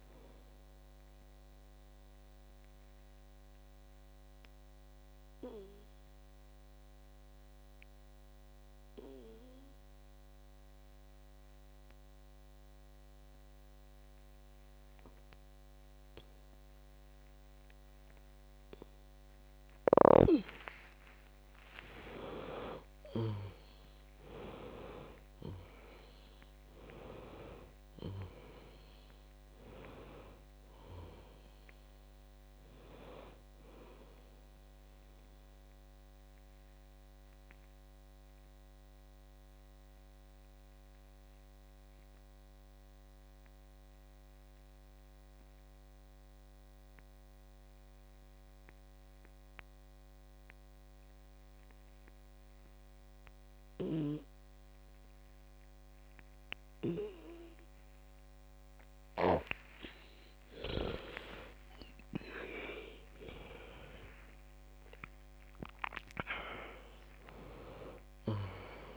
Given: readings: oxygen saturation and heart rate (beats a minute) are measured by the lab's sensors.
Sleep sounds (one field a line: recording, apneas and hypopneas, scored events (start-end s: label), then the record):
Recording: breathing in sleep by a microphone on the trachea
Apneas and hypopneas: 2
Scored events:
0.00-14.50 s: oxygen desaturation (device-marked, oxygen 91% lowest, heart rate 51 extreme)
2.50-20.50 s: obstructive apnea (oxygen 97% before, 91% lowest, heart rate 65 before, 49 extreme, up 38 after)
22.50-26.50 s: arousal
29.50-50.50 s: oxygen desaturation (device-marked, oxygen 97% before, 91% lowest, heart rate 63 before, 49 extreme)
35.50-60.00 s: obstructive apnea (oxygen 97% before, 91% lowest, heart rate 69 before, 49 extreme, up 39 after)
61.50-67.00 s: arousal
65.50-68.97 s: oxygen desaturation (device-marked, oxygen 97% before, 91% lowest, heart rate 61 before, 50 extreme)
From the record:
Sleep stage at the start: N2 (light sleep)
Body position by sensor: on the back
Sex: female